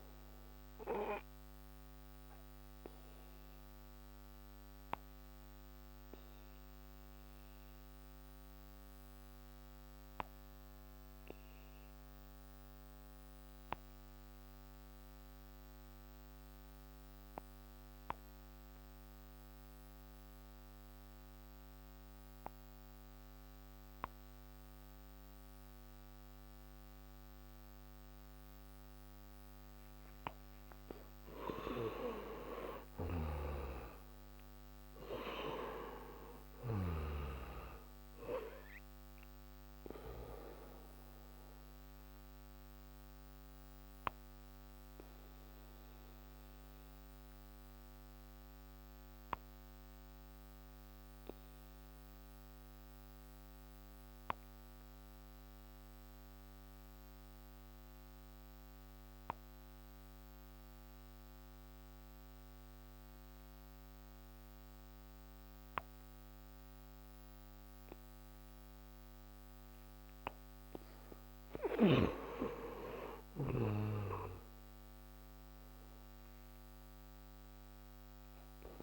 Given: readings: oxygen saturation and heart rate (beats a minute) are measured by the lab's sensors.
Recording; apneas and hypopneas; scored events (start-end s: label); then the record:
breathing in sleep by a microphone on the trachea; 2
0.00-22.00 s: oxygen desaturation (device-marked, oxygen 87% lowest)
1.50-28.50 s: obstructive apnea (oxygen 98% before, 87% lowest)
31.00-35.50 s: arousal
34.00-63.00 s: oxygen desaturation (device-marked, oxygen 99% before, 90% lowest)
43.50-69.50 s: obstructive apnea (oxygen 99% before, 89% lowest)
71.00-75.00 s: arousal
71.00-78.83 s: oxygen desaturation (device-marked, oxygen 97% before, 89% lowest)
From the record:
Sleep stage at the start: N2 (light sleep); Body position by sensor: on the back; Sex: male